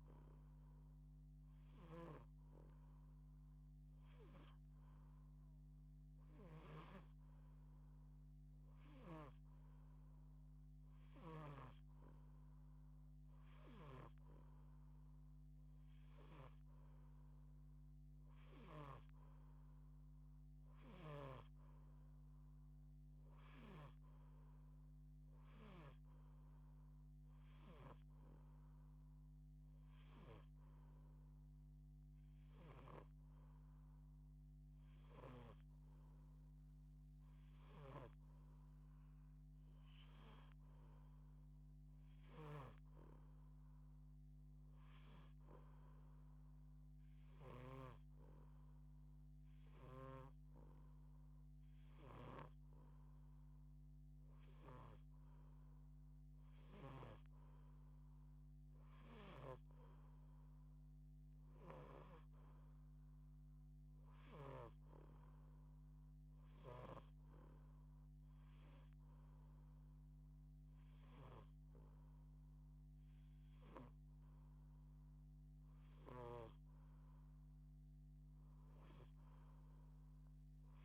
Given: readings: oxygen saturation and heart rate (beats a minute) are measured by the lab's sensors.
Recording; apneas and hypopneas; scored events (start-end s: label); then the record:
breathing in sleep by a microphone on the trachea; 1
1.00-6.50 s: snoring (device-marked)
11.00-16.00 s: snoring (device-marked)
20.50-25.50 s: snoring (device-marked)
37.00-47.50 s: snoring (device-marked)
46.50-56.50 s: hypopnea (oxygen 89% before, 86% lowest)
49.50-54.50 s: snoring (device-marked)
56.50-61.50 s: snoring (device-marked)
60.50-65.00 s: arousal
66.00-80.85 s: snoring (device-marked)
From the record:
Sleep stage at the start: N2 (light sleep); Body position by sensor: on the back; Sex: female